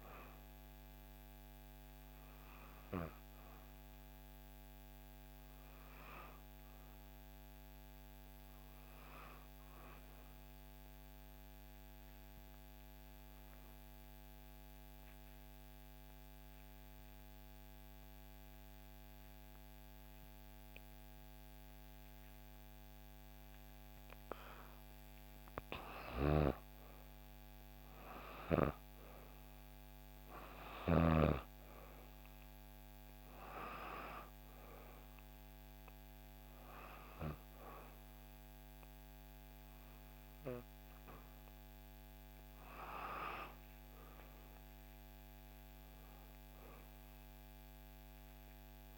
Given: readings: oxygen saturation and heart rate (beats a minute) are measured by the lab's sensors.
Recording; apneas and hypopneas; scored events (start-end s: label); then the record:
breathing in sleep by a microphone on the trachea; 1
14.00-24.50 s: obstructive apnea (oxygen 96% before, 90% lowest, heart rate 60 before, 59 extreme, up 2 after)
27.00-30.50 s: arousal
29.00-48.98 s: oxygen desaturation (device-marked, oxygen 96% before, 90% lowest, heart rate 59 before, 59 extreme)
From the record:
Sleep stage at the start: N2 (light sleep); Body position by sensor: on the back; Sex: female